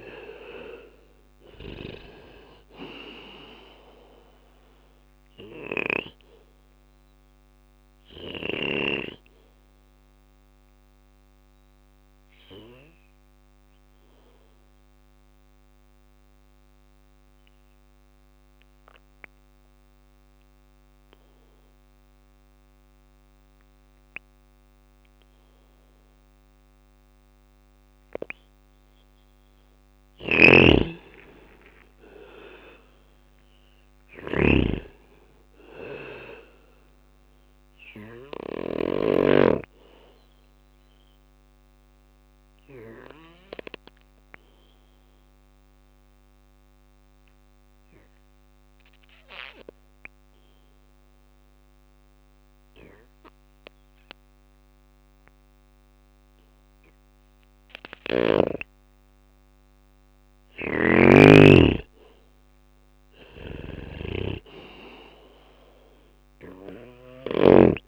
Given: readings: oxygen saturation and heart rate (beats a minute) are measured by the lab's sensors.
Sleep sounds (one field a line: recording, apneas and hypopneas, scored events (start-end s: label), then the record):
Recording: breathing in sleep by a microphone on the trachea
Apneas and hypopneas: 2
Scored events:
0.00-11.50 s: drop in pulse transit time (device-marked, heart rate 59 extreme)
4.00-6.00 s: long interval between heartbeats (device-marked, heart rate 61 before, 68 extreme)
4.50-21.50 s: oxygen desaturation (device-marked, oxygen 99% before, 92% lowest, heart rate 61 before, 56 extreme)
4.50-28.00 s: obstructive apnea (oxygen 99% before, 91% lowest, heart rate 61 before, 56 extreme, up 7 after)
6.50-17.50 s: bradycardia (device-marked, heart rate 61 before, 56 extreme)
22.50-27.50 s: bradycardia (device-marked, heart rate 61 before, 59 extreme)
29.00-38.00 s: snoring (device-marked)
29.50-33.00 s: arousal
29.50-40.50 s: drop in pulse transit time (device-marked, heart rate 59 before, 59 extreme)
35.50-55.50 s: oxygen desaturation (device-marked, oxygen 98% before, 91% lowest, heart rate 60 before, 58 extreme)
37.50-39.50 s: bradycardia (device-marked, heart rate 61 before, 61 extreme)
40.00-57.50 s: obstructive apnea (oxygen 99% before, 91% lowest, heart rate 61 before, 59 extreme, up 4 after)
40.50-43.50 s: bradycardia (device-marked, heart rate 61 before, 58 extreme)
59.50-66.50 s: snoring (device-marked)
61.00-65.50 s: arousal
From the record:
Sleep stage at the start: N2 (light sleep)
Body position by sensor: on the back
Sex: male